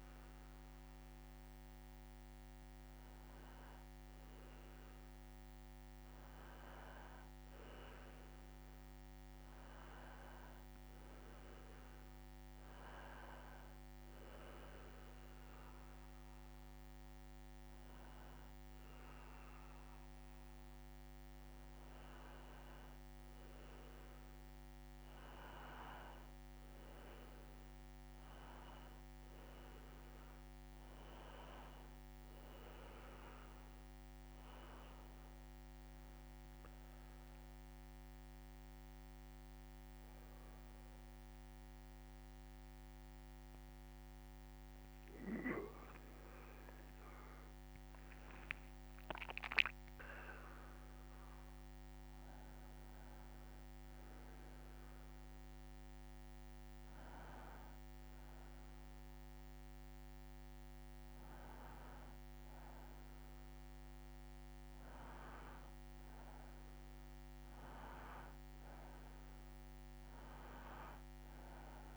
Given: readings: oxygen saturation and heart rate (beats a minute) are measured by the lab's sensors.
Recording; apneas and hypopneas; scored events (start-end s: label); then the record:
a person partly awake in a sleep study, hard to hear, by a microphone on the trachea; 1
5.00-65.00 s: new sleep stage, N1 (lightest sleep)
14.00-24.50 s: hypopnea (oxygen 99% before, 93% lowest)
16.00-37.00 s: oxygen desaturation (device-marked, oxygen 97% before, 93% lowest)
27.50-31.00 s: arousal
45.50-49.00 s: arousal
65.00-71.97 s: new sleep stage, N2 (light sleep)
From the record:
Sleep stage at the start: awake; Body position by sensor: on the back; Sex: male